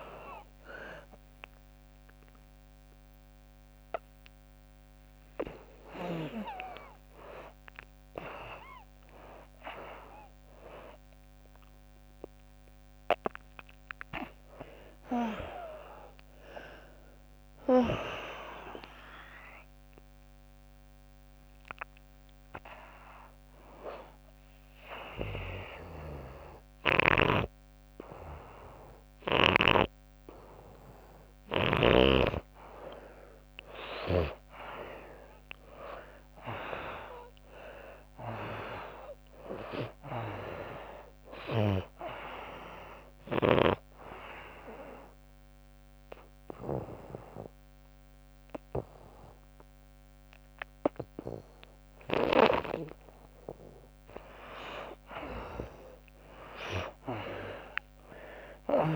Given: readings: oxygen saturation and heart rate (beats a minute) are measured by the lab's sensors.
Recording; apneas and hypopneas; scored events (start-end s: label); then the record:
a person awake in a sleep study, by a microphone on the trachea; 1
26.50-31.50 s: snoring (device-marked)
30.50-58.96 s: new sleep stage, N1 (lightest sleep)
42.50-51.50 s: oxygen desaturation (device-marked, oxygen 97% before, 86% lowest, heart rate 80 before, 69 extreme)
42.50-53.00 s: obstructive apnea (oxygen 97% before, 76% lowest, heart rate 80 before, 68 extreme, up 8 after)
56.00-58.96 s: arousal
From the record:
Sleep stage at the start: awake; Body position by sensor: on the back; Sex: female